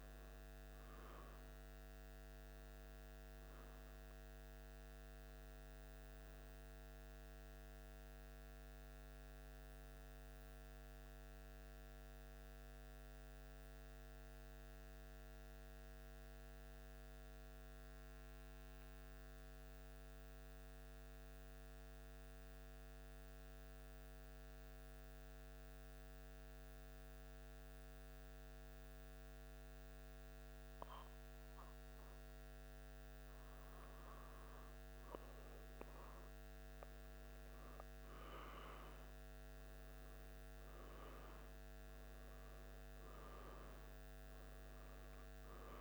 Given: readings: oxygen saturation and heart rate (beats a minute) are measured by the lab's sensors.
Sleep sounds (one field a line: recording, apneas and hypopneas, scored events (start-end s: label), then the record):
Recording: breathing in sleep, hard to hear, by a microphone on the trachea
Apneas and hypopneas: 1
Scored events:
2.50-6.00 s: arousal
9.00-32.50 s: mixed apnea (oxygen 95% before, 94% lowest, heart rate 76 before, 75 extreme, up 1 after)
35.50-39.00 s: arousal
From the record:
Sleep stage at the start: N2 (light sleep)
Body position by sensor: on the back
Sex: male